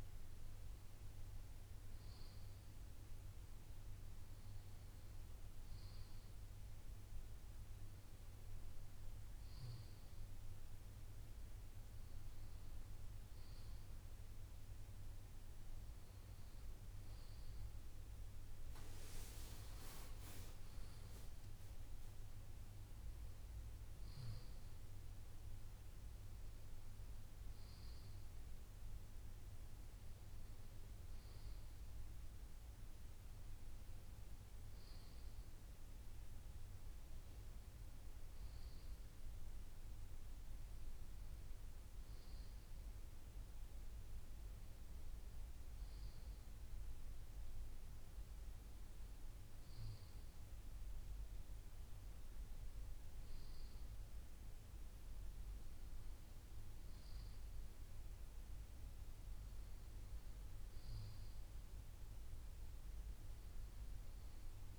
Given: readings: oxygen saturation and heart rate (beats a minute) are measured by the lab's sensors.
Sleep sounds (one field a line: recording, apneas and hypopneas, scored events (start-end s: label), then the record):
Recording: breathing in sleep, hard to hear, by a room microphone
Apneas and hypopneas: none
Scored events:
none scored
From the record:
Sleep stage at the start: N2 (light sleep)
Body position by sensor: on the left side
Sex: male